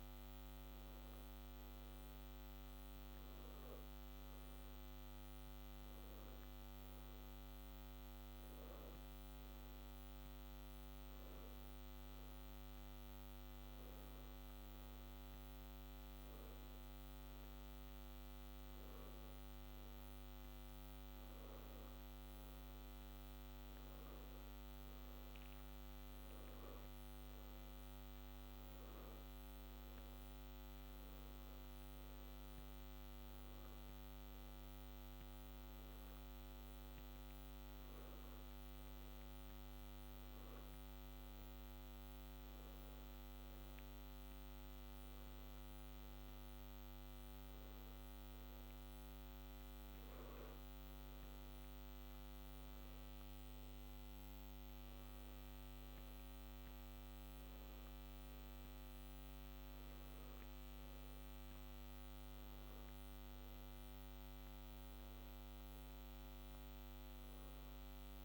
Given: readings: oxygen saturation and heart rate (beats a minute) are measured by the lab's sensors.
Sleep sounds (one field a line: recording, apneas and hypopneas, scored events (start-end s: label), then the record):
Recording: breathing in sleep, hard to hear, by a microphone on the trachea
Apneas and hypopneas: none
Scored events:
none scored
From the record:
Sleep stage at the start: N1 (lightest sleep)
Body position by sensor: on the back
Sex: male